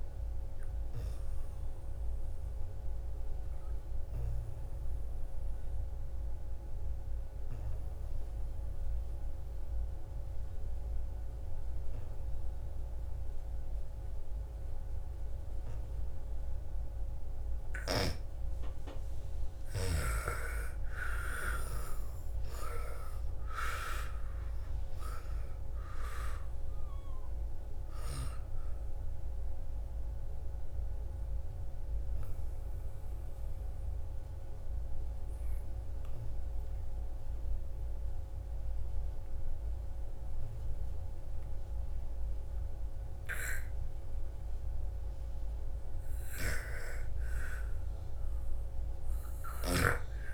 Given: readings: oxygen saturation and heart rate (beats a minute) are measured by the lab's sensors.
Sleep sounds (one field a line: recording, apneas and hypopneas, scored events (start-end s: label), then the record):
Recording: breathing in sleep by a room microphone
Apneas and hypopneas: 2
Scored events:
0.00-14.00 s: oxygen desaturation (device-marked, oxygen 86% lowest, heart rate 54 extreme)
0.50-16.50 s: obstructive apnea (oxygen 99% before, 85% lowest, heart rate 59 before, 54 extreme, up 12 after)
19.00-39.00 s: oxygen desaturation (device-marked, oxygen 98% before, 85% lowest, heart rate 60 before, 56 extreme)
19.50-24.50 s: arousal
29.00-44.50 s: obstructive apnea (oxygen 98% before, 84% lowest, heart rate 60 before, 55 extreme, up 7 after)
47.50-50.34 s: arousal
From the record:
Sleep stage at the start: N2 (light sleep)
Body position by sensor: on the back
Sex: female